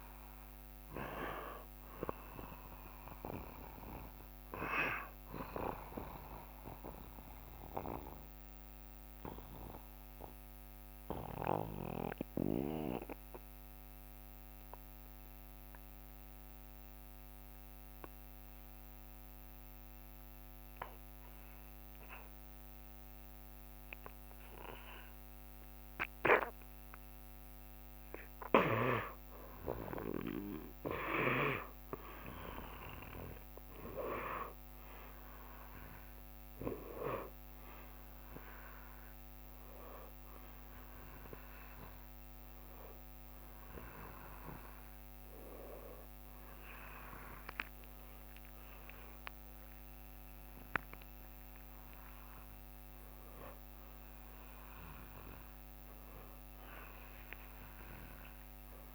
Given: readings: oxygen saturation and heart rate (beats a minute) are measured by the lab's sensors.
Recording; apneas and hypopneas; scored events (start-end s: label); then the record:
breathing in sleep by a microphone on the trachea; 1
0.00-3.50 s: arousal
6.00-27.00 s: obstructive apnea (oxygen 94% before, 86% lowest, heart rate 68 before, 68 extreme, up 2 after)
19.50-58.94 s: new sleep stage, N1 (lightest sleep)
25.50-54.50 s: oxygen desaturation (device-marked, oxygen 93% before, 86% lowest, heart rate 68 before, 66 extreme)
29.00-34.00 s: arousal
48.50-52.50 s: tachycardia (device-marked, heart rate 68 before, 106 extreme)
51.50-53.50 s: long interval between heartbeats (device-marked, heart rate 71 before, 106 extreme)
From the record:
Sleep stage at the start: N2 (light sleep); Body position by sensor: on the back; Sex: male